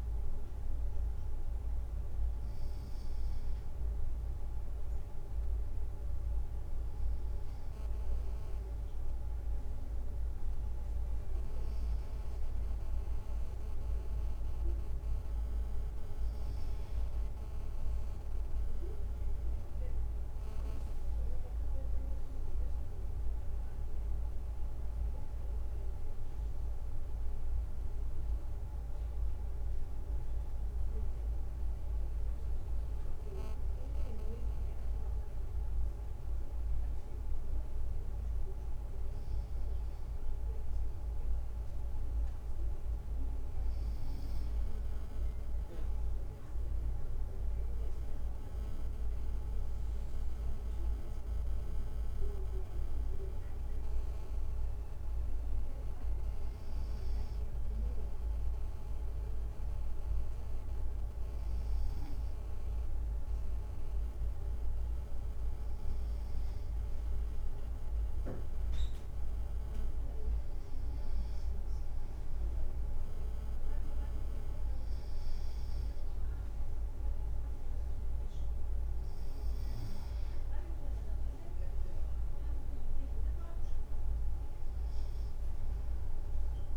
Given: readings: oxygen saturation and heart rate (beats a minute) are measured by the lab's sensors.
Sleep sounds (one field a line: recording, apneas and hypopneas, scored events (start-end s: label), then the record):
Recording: breathing in sleep, hard to hear, by a room microphone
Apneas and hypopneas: 1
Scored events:
20.00-22.50 s: leg movement (device-marked)
24.50-29.50 s: arousal
32.50-44.50 s: obstructive apnea (oxygen 96% before, 96% lowest, heart rate 57 before, 54 extreme, up 1 after)
46.50-50.00 s: arousal
From the record:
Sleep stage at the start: N2 (light sleep)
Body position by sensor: on the right side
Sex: male